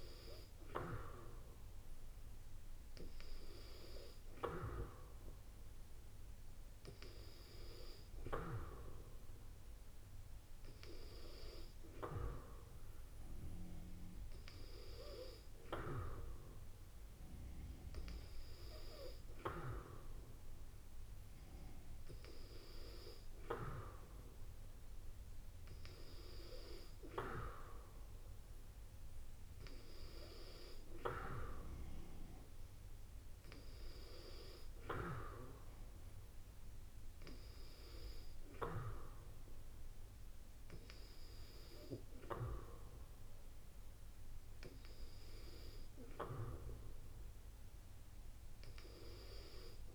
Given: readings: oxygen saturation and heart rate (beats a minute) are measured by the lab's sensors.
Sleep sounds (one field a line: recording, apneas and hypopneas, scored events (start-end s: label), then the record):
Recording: breathing in sleep by a room microphone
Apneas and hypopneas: none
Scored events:
none scored
From the record:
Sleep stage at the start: N2 (light sleep)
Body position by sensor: on the back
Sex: female